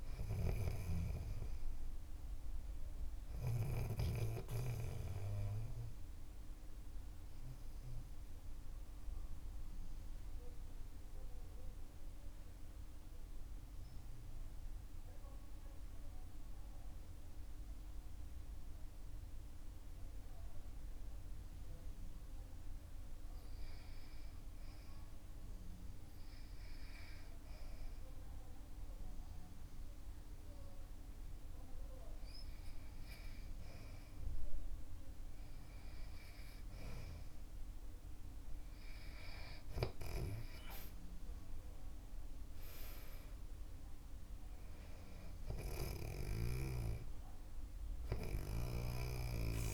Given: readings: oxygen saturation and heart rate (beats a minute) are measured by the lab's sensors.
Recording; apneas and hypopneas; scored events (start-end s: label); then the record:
breathing in sleep by a room microphone; 1
6.00-30.50 s: mixed apnea (oxygen 97% before, 91% lowest, heart rate 53 before, 47 extreme, up 4 after)
24.50-48.50 s: oxygen desaturation (device-marked, oxygen 96% before, 91% lowest, heart rate 48 before, 46 extreme)
37.50-42.00 s: arousal
From the record:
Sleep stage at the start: REM sleep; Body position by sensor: on the back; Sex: male